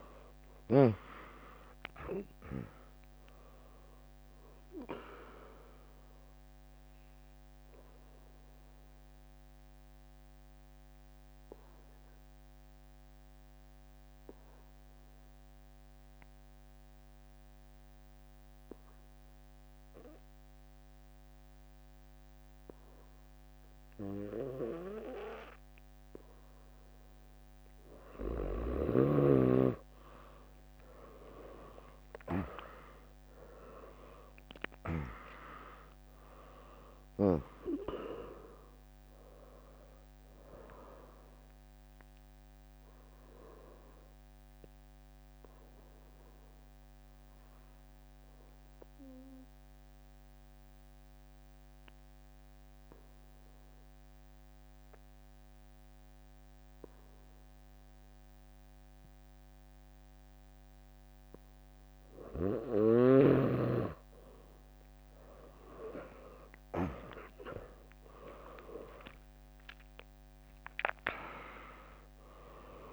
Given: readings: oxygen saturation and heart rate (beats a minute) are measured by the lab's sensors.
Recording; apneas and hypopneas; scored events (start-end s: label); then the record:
breathing in sleep by a microphone on the trachea; 2
0.00-1.00 s: arousal
1.00-15.00 s: drop in pulse transit time (device-marked, heart rate 72 before, 68 extreme)
8.50-30.50 s: mixed apnea (oxygen 99% before, 95% lowest, heart rate 72 before, 57 extreme, up 3 after)
24.00-30.00 s: bradycardia (device-marked, heart rate 74 before, 57 extreme)
32.00-36.00 s: arousal
34.00-48.00 s: drop in pulse transit time (device-marked, heart rate 71 before, 61 extreme)
34.00-54.00 s: oxygen desaturation (device-marked, oxygen 100% before, 95% lowest, heart rate 71 before, 58 extreme)
43.00-61.50 s: obstructive apnea (oxygen 100% before, 95% lowest, heart rate 67 before, 58 extreme, up 2 after)
59.00-64.00 s: bradycardia (device-marked, heart rate 74 before, 58 extreme)
65.50-70.50 s: arousal
69.00-72.93 s: oxygen desaturation (device-marked, oxygen 100% before, 96% lowest, heart rate 70 before, 61 extreme)
71.00-72.93 s: drop in pulse transit time (device-marked, heart rate 68 before, 72 extreme)
71.00-72.93 s: tachycardia (device-marked, heart rate 74 before, 108 extreme)
From the record:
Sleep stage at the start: N2 (light sleep); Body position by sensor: on the back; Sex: female